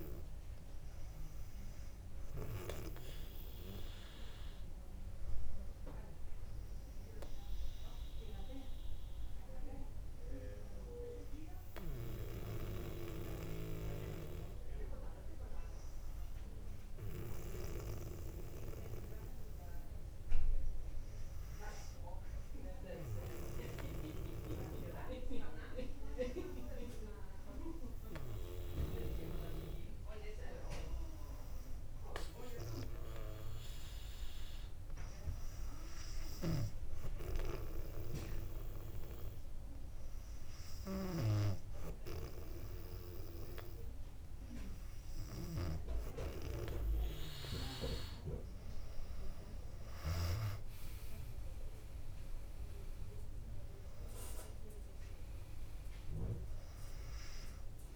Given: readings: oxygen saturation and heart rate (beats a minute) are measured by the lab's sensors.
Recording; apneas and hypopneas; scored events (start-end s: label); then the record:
breathing in sleep by a room microphone; 1
17.00-46.50 s: hypopnea (oxygen 98% before, 97% lowest, heart rate 60 before, 60 extreme, up 2 after)
25.00-57.96 s: new sleep stage, N2 (light sleep)
49.00-53.00 s: arousal
From the record:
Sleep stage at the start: N1 (lightest sleep); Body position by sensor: on the back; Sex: female